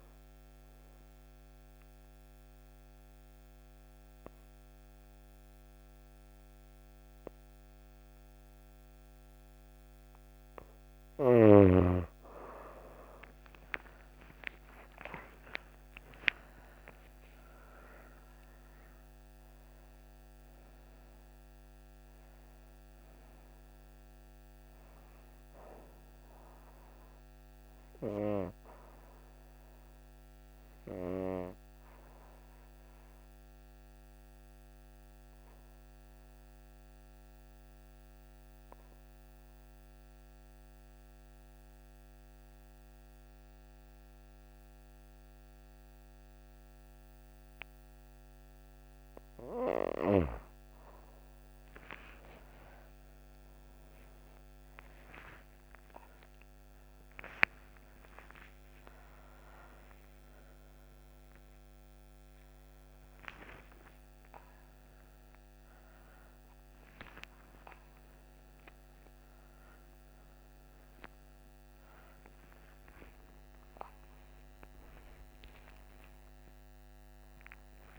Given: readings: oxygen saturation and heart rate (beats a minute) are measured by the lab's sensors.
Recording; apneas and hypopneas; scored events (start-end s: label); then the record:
a person partly awake in a sleep study, by a microphone on the trachea; 2
0.50-10.50 s: obstructive apnea (oxygen 98% before, 93% lowest)
13.50-18.00 s: arousal
31.50-48.50 s: obstructive apnea (oxygen 97% before, 93% lowest)
56.00-77.99 s: new sleep stage, awake
From the record:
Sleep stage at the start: N2 (light sleep); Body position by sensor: on the right side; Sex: female